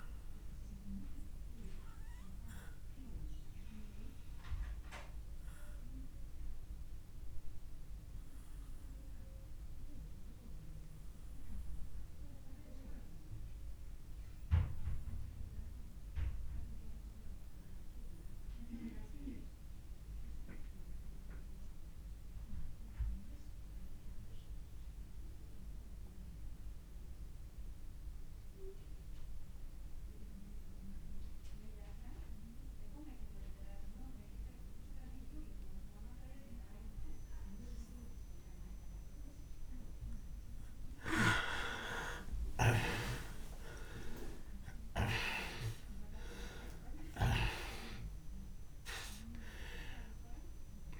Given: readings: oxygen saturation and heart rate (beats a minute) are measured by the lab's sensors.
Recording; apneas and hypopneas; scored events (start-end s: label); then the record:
breathing in sleep by a room microphone; 1
1.50-39.50 s: obstructive apnea (oxygen 99% before, 83% lowest)
2.00-24.00 s: oxygen desaturation (device-marked, oxygen 98% before, 93% lowest)
37.00-51.00 s: oxygen desaturation (device-marked, oxygen 97% before, 83% lowest)
45.00-50.00 s: arousal
From the record:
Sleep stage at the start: N2 (light sleep); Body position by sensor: on the back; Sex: male